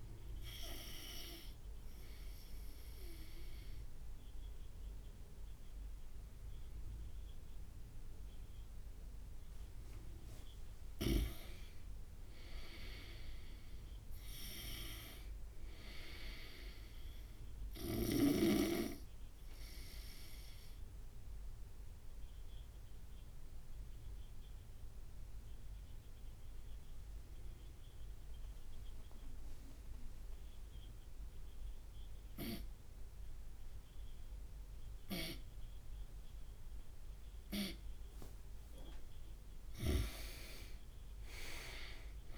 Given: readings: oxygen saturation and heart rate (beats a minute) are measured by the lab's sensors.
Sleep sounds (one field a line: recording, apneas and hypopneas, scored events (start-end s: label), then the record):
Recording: breathing in sleep by a room microphone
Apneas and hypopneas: 2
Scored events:
0.00-11.50 s: oxygen desaturation (device-marked, oxygen 84% lowest)
0.50-42.38 s: new sleep stage, N2 (light sleep)
2.50-12.50 s: obstructive apnea (oxygen 96% before, 84% lowest)
14.00-17.50 s: arousal
22.50-37.50 s: obstructive apnea (oxygen 100% before, 91% lowest)
35.00-40.50 s: snoring (device-marked)
39.50-42.38 s: arousal
From the record:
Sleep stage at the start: N1 (lightest sleep)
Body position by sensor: on the right side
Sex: male